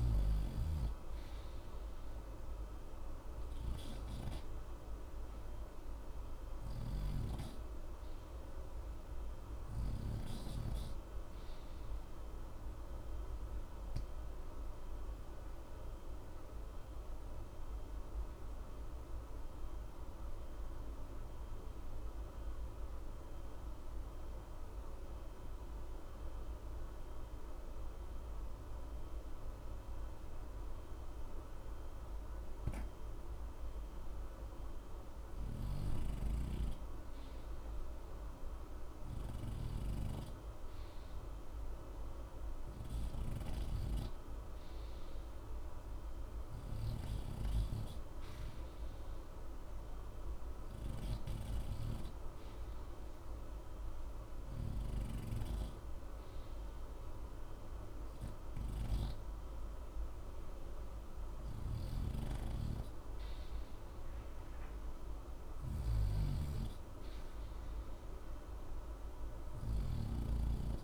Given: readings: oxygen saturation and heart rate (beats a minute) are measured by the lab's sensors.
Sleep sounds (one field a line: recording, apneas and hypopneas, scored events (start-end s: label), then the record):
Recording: breathing in sleep, hard to hear, by a room microphone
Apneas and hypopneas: 2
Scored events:
0.00-23.00 s: oxygen desaturation (device-marked, oxygen 82% lowest, heart rate 60 extreme)
13.50-34.50 s: obstructive apnea (oxygen 89% before, 78% lowest, heart rate 60 before, 60 extreme, up 0 after)
36.50-40.00 s: arousal
50.00-70.84 s: oxygen desaturation (device-marked, oxygen 88% before, 78% lowest, heart rate 60 before, 59 extreme)
50.50-62.50 s: hypopnea (oxygen 89% before, 78% lowest, heart rate 60 before, 59 extreme, up 1 after)
64.00-68.00 s: arousal
From the record:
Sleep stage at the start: REM sleep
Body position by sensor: on the right side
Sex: male